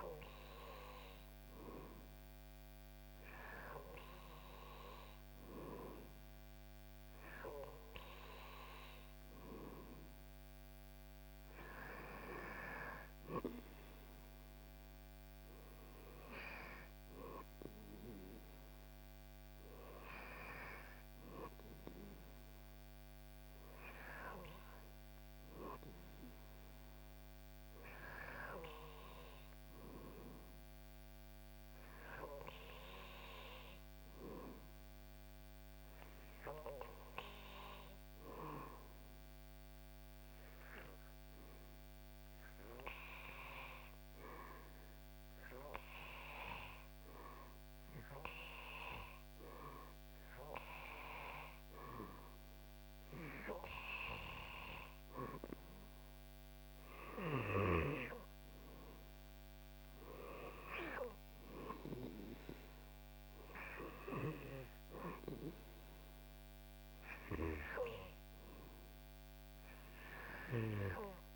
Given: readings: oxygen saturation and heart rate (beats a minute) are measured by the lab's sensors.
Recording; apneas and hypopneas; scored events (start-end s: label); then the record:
breathing in sleep by a microphone on the trachea; 1
38.50-52.00 s: hypopnea (oxygen 95% before, 90% lowest, heart rate 77 before, 73 extreme, up 11 after)
54.00-57.50 s: arousal
63.50-71.35 s: oxygen desaturation (device-marked, oxygen 93% before, 90% lowest, heart rate 78 before, 75 extreme)
From the record:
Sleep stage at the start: N2 (light sleep); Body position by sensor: on the back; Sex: male